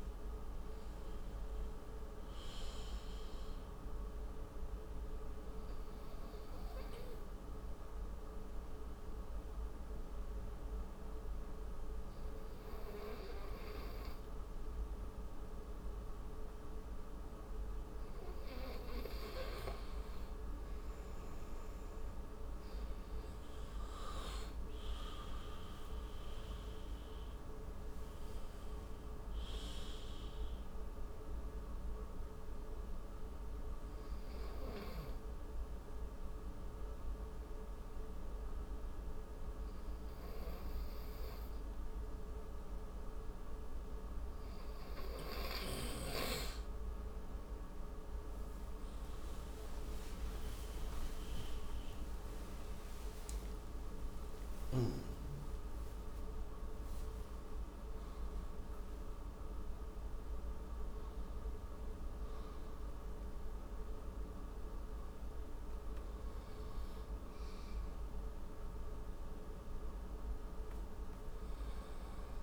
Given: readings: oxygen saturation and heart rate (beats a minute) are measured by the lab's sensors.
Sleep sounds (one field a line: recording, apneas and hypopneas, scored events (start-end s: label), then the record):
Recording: breathing in sleep, hard to hear, by a room microphone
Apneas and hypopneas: 2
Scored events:
0.00-6.00 s: oxygen desaturation (device-marked, oxygen 93% lowest)
4.50-18.00 s: obstructive apnea (oxygen 98% before, 93% lowest)
22.50-26.00 s: arousal
24.00-41.00 s: oxygen desaturation (device-marked, oxygen 97% before, 93% lowest)
30.50-46.50 s: obstructive apnea (oxygen 97% before, 93% lowest)
52.00-56.50 s: arousal
62.00-72.43 s: oxygen desaturation (device-marked, oxygen 99% before, 94% lowest)
From the record:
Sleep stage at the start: N2 (light sleep)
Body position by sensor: on the right side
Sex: male